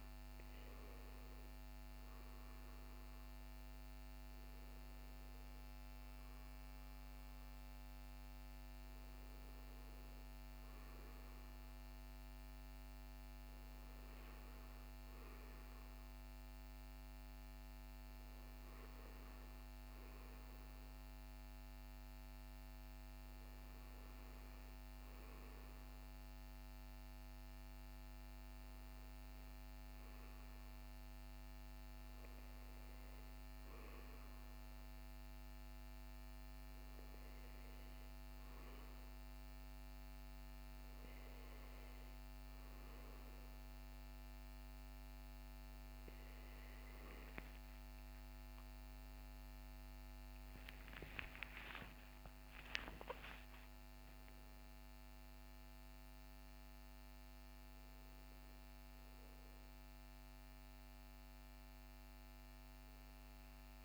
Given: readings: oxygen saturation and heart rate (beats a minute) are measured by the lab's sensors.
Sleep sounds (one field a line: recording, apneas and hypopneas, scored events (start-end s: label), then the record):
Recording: breathing in sleep, hard to hear, by a microphone on the trachea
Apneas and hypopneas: none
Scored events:
49.00-53.00 s: arousal
From the record:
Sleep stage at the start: REM sleep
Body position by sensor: on the back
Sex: male